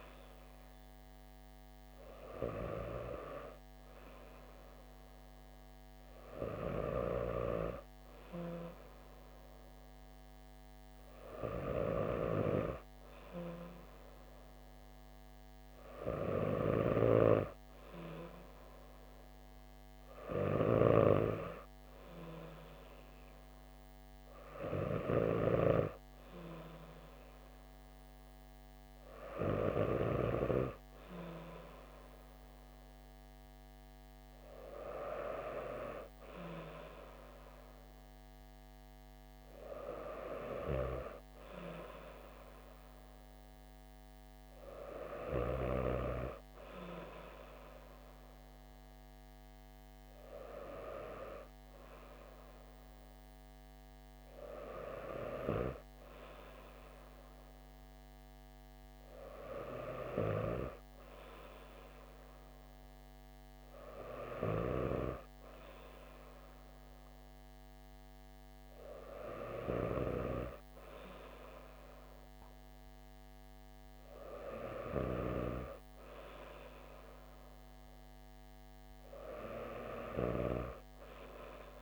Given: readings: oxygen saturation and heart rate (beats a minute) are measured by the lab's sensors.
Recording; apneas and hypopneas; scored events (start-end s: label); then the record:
breathing in sleep by a microphone on the trachea; none
none scored
From the record:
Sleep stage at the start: N2 (light sleep); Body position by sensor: on the back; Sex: female